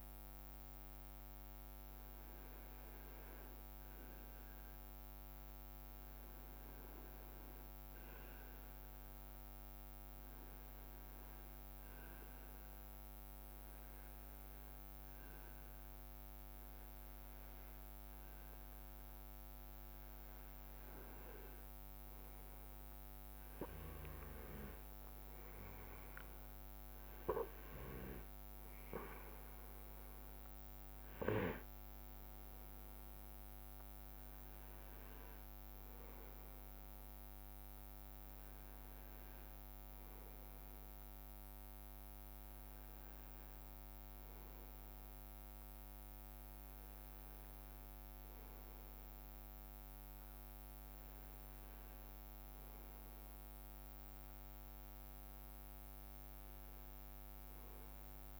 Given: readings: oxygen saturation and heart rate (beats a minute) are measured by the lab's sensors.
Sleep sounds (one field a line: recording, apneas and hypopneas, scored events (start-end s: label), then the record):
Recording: breathing in sleep, hard to hear, by a microphone on the trachea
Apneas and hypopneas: 1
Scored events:
5.50-20.00 s: hypopnea (oxygen 99% before, 95% lowest, heart rate 69 before, 63 extreme, up 7 after)
22.00-27.50 s: arousal
From the record:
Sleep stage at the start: N2 (light sleep)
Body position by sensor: on the right side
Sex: male